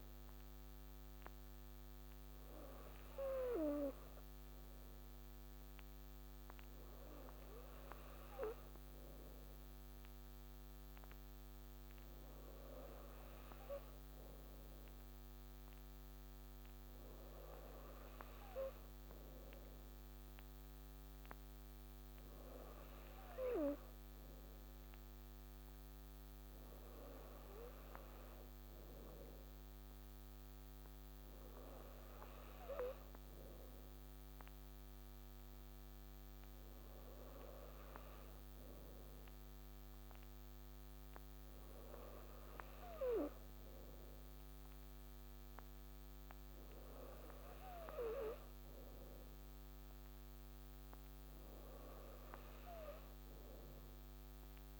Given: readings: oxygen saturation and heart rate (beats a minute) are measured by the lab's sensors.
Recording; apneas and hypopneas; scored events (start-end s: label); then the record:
breathing in sleep by a microphone on the trachea; none
none scored
From the record:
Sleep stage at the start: N2 (light sleep); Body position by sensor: on the right side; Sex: female